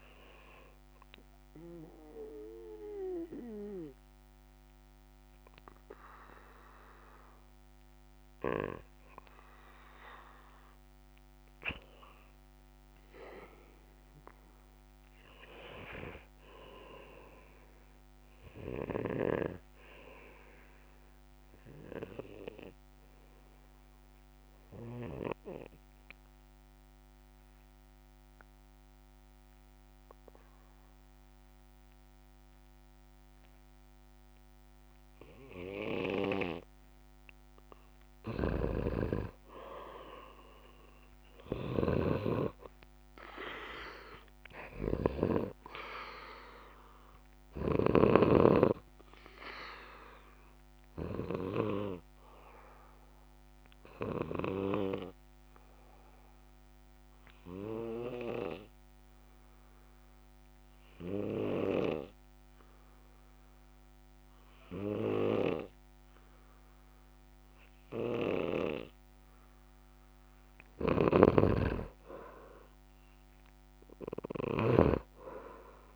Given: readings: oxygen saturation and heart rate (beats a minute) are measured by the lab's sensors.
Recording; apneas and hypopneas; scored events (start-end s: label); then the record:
breathing in sleep by a microphone on the trachea; 3
1.00-11.00 s: obstructive apnea (oxygen 97% before, 91% lowest, heart rate 65 before, 60 extreme, up 10 after)
13.00-16.00 s: arousal
22.50-37.50 s: obstructive apnea (oxygen 98% before, 91% lowest, heart rate 65 before, 65 extreme, up 6 after)
34.50-58.50 s: oxygen desaturation (device-marked, oxygen 97% before, 91% lowest, heart rate 65 before, 65 extreme)
38.50-48.50 s: snoring (device-marked)
39.50-42.00 s: arousal
51.00-69.50 s: obstructive apnea (oxygen 97% before, 91% lowest, heart rate 69 before, 63 extreme, up 9 after)
71.00-75.96 s: snoring (device-marked)
72.50-75.96 s: oxygen desaturation (device-marked, oxygen 96% before, 91% lowest, heart rate 66 before, 63 extreme)
73.00-75.96 s: arousal
From the record:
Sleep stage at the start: N2 (light sleep); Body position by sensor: on the back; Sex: male